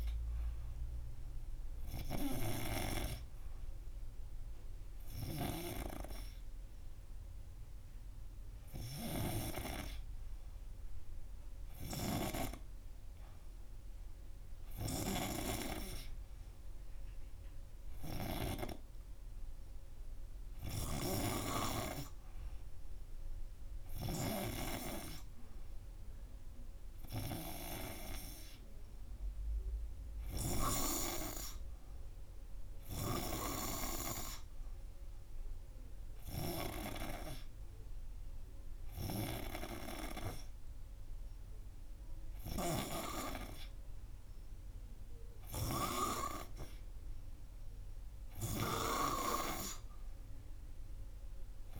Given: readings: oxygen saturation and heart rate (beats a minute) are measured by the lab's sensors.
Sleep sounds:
breathing in sleep by a room microphone; none
none scored
From the record:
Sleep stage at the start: N3 (deep sleep); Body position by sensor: on the front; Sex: male

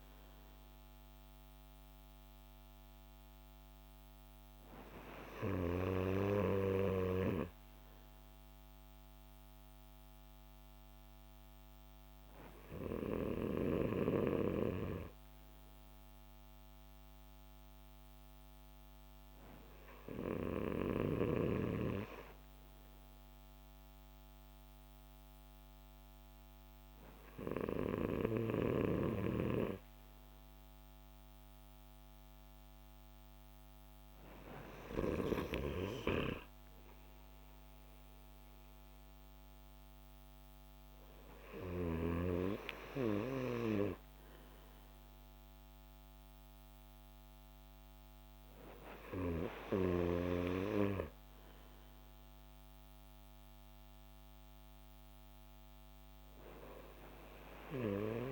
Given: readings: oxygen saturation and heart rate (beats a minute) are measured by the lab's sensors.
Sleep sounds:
breathing in sleep by a microphone on the trachea; none
none scored
From the record:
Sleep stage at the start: N2 (light sleep); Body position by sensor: on the back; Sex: male

